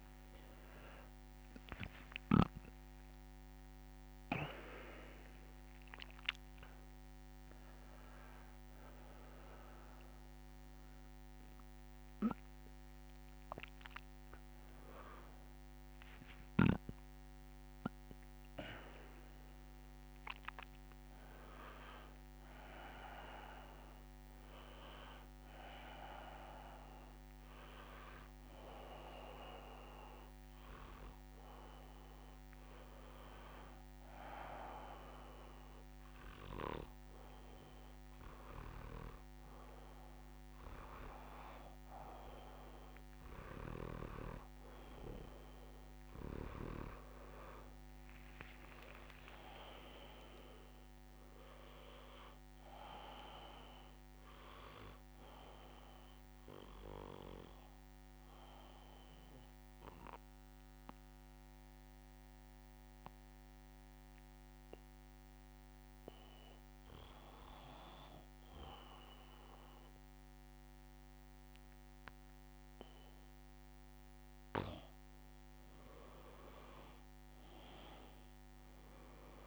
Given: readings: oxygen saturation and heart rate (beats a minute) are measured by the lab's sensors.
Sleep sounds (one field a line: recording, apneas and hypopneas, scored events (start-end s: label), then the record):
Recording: a person partly awake in a sleep study, by a microphone on the trachea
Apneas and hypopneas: 2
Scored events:
0.00-1.00 s: long interval between heartbeats (device-marked, heart rate 101 extreme)
8.00-38.00 s: new sleep stage, N1 (lightest sleep)
35.50-46.50 s: hypopnea (oxygen 98% before, 91% lowest, heart rate 78 before, 72 extreme, up 2 after)
38.00-79.47 s: new sleep stage, N2 (light sleep)
45.00-66.00 s: oxygen desaturation (device-marked, oxygen 97% before, 94% lowest, heart rate 76 before, 72 extreme)
48.50-52.50 s: arousal
58.00-72.50 s: hypopnea (oxygen 98% before, 91% lowest, heart rate 74 before, 71 extreme, up 15 after)
75.00-79.47 s: oxygen desaturation (device-marked, oxygen 97% before, 91% lowest, heart rate 74 before, 71 extreme)
76.00-79.47 s: arousal
From the record:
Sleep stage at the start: awake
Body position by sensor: on the back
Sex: male